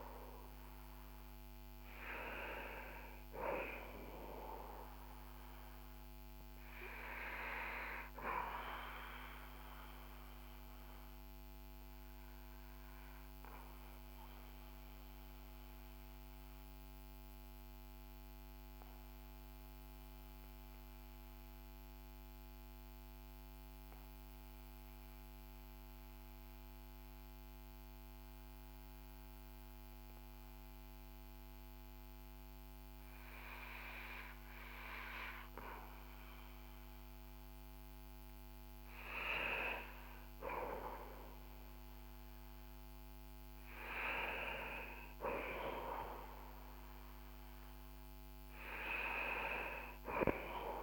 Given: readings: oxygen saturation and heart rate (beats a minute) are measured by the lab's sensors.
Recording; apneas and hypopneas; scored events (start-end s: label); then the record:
breathing in sleep by a microphone on the trachea; 1
9.50-37.00 s: obstructive apnea (oxygen 96% before, 90% lowest, heart rate 59 before, 43 extreme, up 10 after)
38.50-43.00 s: arousal
39.00-50.83 s: oxygen desaturation (device-marked, oxygen 96% before, 90% lowest, heart rate 52 before, 50 extreme)
From the record:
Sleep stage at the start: N2 (light sleep); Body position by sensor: on the back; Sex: male